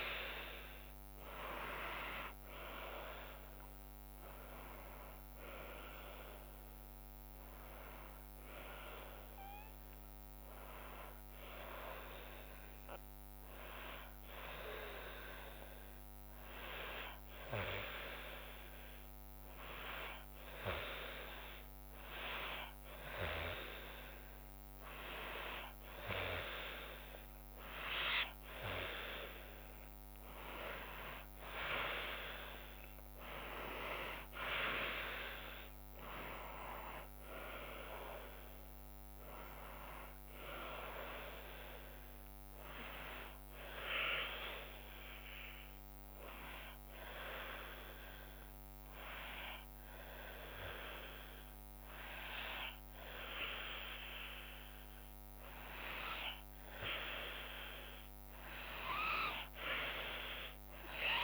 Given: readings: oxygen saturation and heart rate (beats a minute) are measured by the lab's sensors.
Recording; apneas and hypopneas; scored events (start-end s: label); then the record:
breathing in sleep by a microphone on the trachea; 1
0.50-13.50 s: drop in pulse transit time (device-marked, heart rate 71 before, 72 extreme)
29.50-49.50 s: oxygen desaturation (device-marked, oxygen 95% before, 91% lowest, heart rate 71 before, 64 extreme)
36.50-40.50 s: arousal
43.50-56.00 s: hypopnea (oxygen 95% before, 91% lowest, heart rate 74 before, 64 extreme, up 5 after)
From the record:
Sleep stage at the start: N2 (light sleep); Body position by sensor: on the back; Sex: female